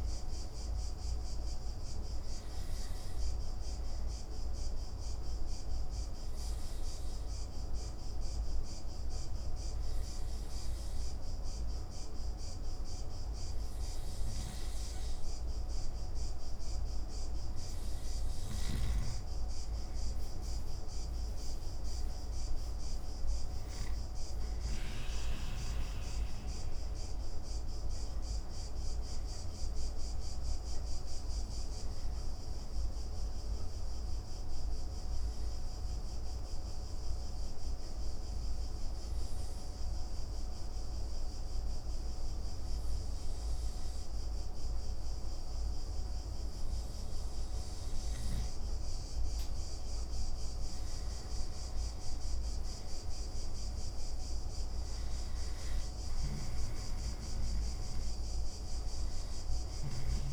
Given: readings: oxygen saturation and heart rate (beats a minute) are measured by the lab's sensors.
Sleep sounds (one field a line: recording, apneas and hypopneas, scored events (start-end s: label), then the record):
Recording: breathing in sleep, hard to hear, by a room microphone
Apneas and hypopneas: 2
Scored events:
4.00-15.50 s: obstructive apnea (oxygen 95% before, 91% lowest)
18.00-22.50 s: arousal
33.00-47.50 s: obstructive apnea (oxygen 94% before, 91% lowest)
49.50-54.00 s: arousal
56.00-60.00 s: snoring (device-marked)
From the record:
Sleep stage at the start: N2 (light sleep)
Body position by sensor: on the back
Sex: male